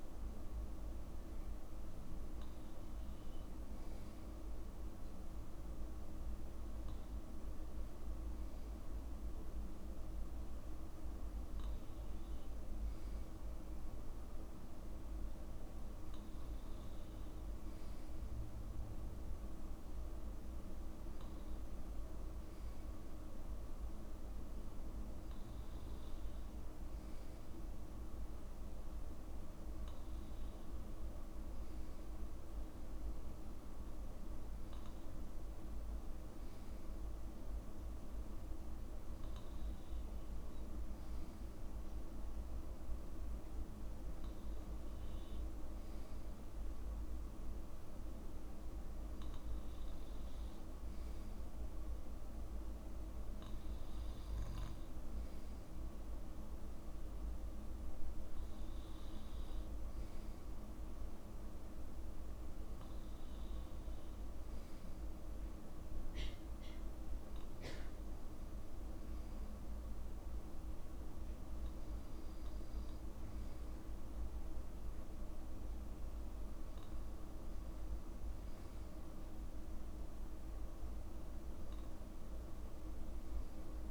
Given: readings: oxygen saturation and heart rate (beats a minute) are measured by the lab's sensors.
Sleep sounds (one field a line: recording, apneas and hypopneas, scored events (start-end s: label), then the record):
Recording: breathing in sleep, hard to hear, by a room microphone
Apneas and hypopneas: none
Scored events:
none scored
From the record:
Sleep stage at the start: N2 (light sleep)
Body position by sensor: on the back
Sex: male